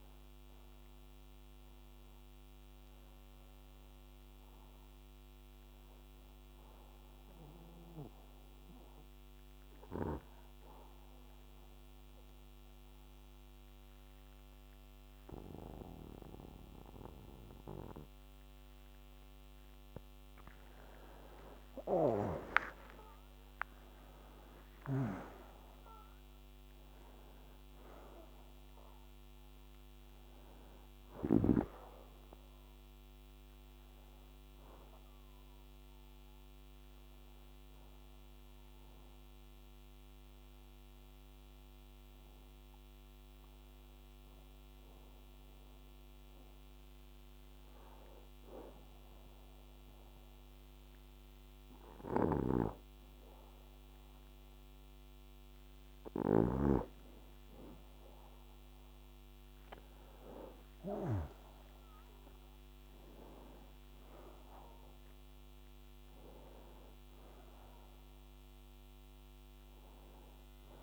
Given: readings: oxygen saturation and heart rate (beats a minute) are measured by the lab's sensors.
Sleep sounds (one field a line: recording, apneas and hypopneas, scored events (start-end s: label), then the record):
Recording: breathing in sleep by a microphone on the trachea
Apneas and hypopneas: 2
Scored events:
0.00-8.50 s: oxygen desaturation (device-marked, oxygen 91% lowest, heart rate 70 extreme)
2.50-20.50 s: obstructive apnea (oxygen 96% before, 91% lowest, heart rate 100 before, 66 extreme, up 28 after)
21.50-27.00 s: arousal
32.50-43.50 s: oxygen desaturation (device-marked, oxygen 96% before, 91% lowest, heart rate 81 before, 69 extreme)
34.50-57.00 s: obstructive apnea (oxygen 97% before, 91% lowest, heart rate 81 before, 65 extreme, up 10 after)
58.50-62.50 s: arousal
62.50-70.83 s: oxygen desaturation (device-marked, oxygen 96% before, 91% lowest, heart rate 75 before, 65 extreme)
From the record:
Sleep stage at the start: N2 (light sleep)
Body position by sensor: on the back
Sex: male